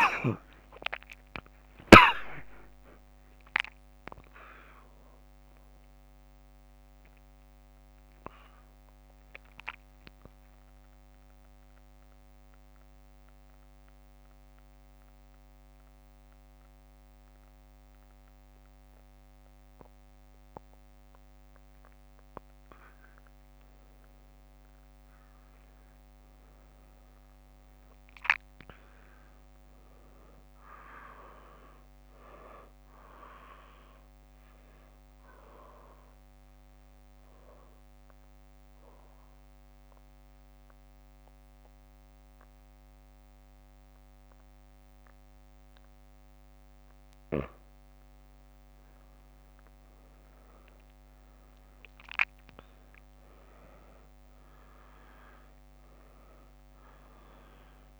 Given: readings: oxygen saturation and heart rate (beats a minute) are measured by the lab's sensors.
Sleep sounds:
breathing in sleep by a microphone on the trachea; 2
0.00-1.50 s: arousal
0.00-5.00 s: leg movement (device-marked)
1.00-18.00 s: drop in pulse transit time (device-marked, heart rate 68 before, 80 extreme)
9.50-22.00 s: mixed apnea (oxygen 89% before, 88% lowest, heart rate 79 before, 67 extreme, up 4 after)
25.00-29.00 s: arousal
27.50-31.00 s: leg movement (device-marked)
35.00-47.50 s: obstructive apnea (oxygen 98% before, 91% lowest, heart rate 76 before, 67 extreme, up 9 after)
49.50-53.50 s: arousal
51.00-58.00 s: drop in pulse transit time (device-marked, heart rate 73 before, 67 extreme)
56.00-58.00 s: oxygen desaturation (device-marked, oxygen 96% before, 91% lowest, heart rate 71 before, 63 extreme)
From the record:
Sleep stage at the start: N2 (light sleep); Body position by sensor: on the back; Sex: female

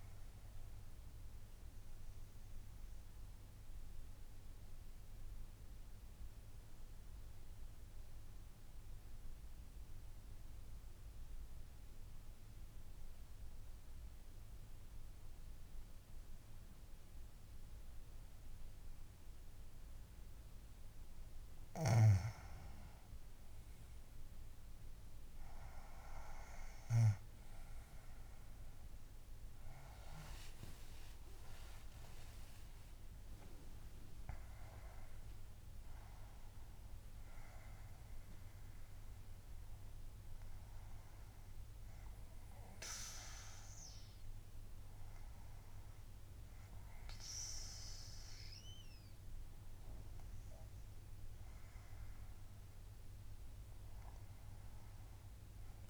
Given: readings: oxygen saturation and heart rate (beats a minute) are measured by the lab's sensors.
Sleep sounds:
breathing in sleep by a room microphone; 1
1.00-21.00 s: obstructive apnea (oxygen 98% before, 86% lowest, heart rate 67 before, 64 extreme, up 11 after)
15.50-50.50 s: oxygen desaturation (device-marked, oxygen 97% before, 86% lowest, heart rate 65 before, 63 extreme)
30.00-34.50 s: arousal
From the record:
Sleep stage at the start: N2 (light sleep); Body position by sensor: on the back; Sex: female

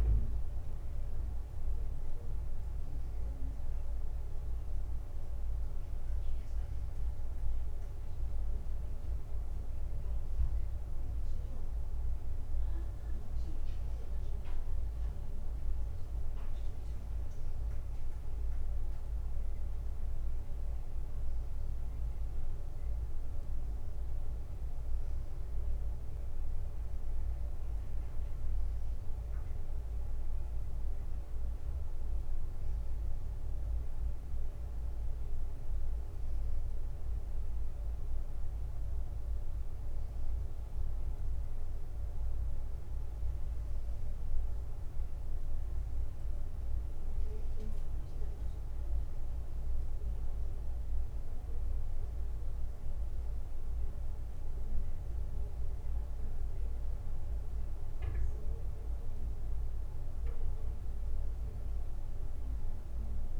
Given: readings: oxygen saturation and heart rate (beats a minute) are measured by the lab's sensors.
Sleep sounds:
a person awake in a sleep study, hard to hear, by a room microphone; none
none scored
From the record:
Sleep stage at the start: awake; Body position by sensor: on the back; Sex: male

